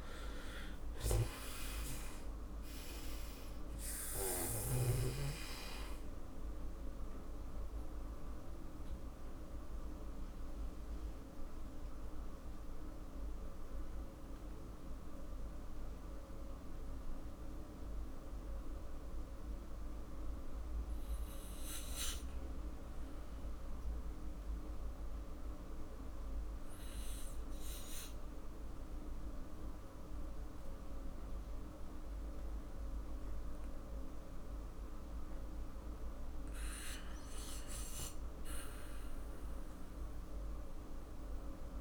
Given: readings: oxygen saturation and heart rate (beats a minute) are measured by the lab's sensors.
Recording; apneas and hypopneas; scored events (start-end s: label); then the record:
breathing in sleep by a room microphone; 1
0.00-2.50 s: arousal
8.00-34.00 s: mixed apnea (oxygen 98% before, 85% lowest, heart rate 53 before, 44 extreme, up 0 after)
24.00-41.81 s: oxygen desaturation (device-marked, oxygen 97% before, 85% lowest, heart rate 50 before, 46 extreme)
36.50-39.50 s: arousal
From the record:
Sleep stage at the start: N2 (light sleep); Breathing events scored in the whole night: 329 in 3.8 hours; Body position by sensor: on the back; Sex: male